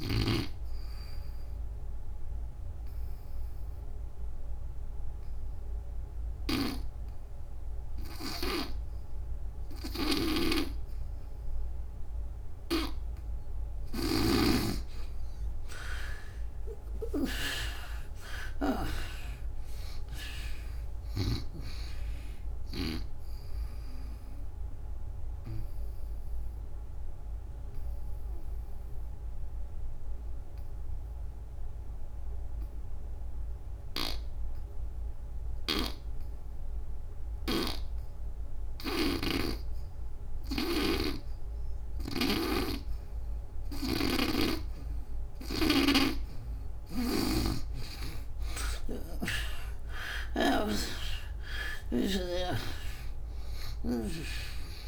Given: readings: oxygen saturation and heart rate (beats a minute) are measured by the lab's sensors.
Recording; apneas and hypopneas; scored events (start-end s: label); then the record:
breathing in sleep by a room microphone; 2
0.00-10.00 s: oxygen desaturation (device-marked, oxygen 86% lowest, heart rate 68 extreme)
0.50-13.00 s: obstructive apnea (oxygen 98% before, 77% lowest, heart rate 84 before, 68 extreme, up 51 after)
12.00-39.00 s: oxygen desaturation (device-marked, oxygen 92% before, 77% lowest, heart rate 84 before, 67 extreme)
15.00-18.50 s: arousal
24.00-44.00 s: obstructive apnea (oxygen 98% before, 76% lowest, heart rate 91 before, 67 extreme, up 23 after)
38.50-47.00 s: snoring (device-marked)
47.00-51.00 s: arousal
51.00-54.87 s: oxygen desaturation (device-marked, oxygen 97% before, 78% lowest, heart rate 71 before, 71 extreme)
From the record:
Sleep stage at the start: N2 (light sleep); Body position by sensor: on the back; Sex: female